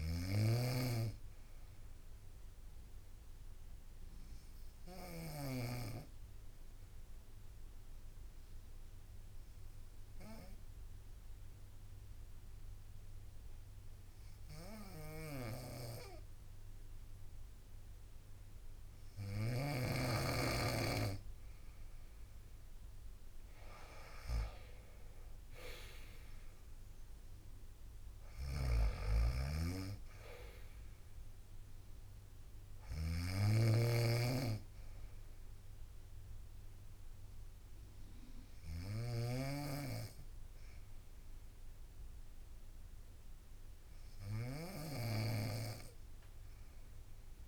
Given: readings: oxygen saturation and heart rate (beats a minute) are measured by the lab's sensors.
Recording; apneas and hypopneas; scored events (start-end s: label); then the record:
breathing in sleep by a room microphone; 1
0.00-5.00 s: snoring (device-marked)
3.00-20.00 s: obstructive apnea (oxygen 94% before, 91% lowest, heart rate 63 before, 59 extreme, up 3 after)
4.00-7.00 s: bradycardia (device-marked, heart rate 65 before, 60 extreme)
14.50-19.50 s: snoring (device-marked)
21.00-34.00 s: drop in pulse transit time (device-marked, heart rate 60 before, 62 extreme)
24.50-28.50 s: arousal
28.00-47.48 s: snoring (device-marked)
29.00-47.00 s: oxygen desaturation (device-marked, oxygen 94% before, 91% lowest, heart rate 61 before, 55 extreme)
37.00-42.00 s: bradycardia (device-marked, heart rate 63 before, 59 extreme)
From the record:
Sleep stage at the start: N2 (light sleep); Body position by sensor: on the right side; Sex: female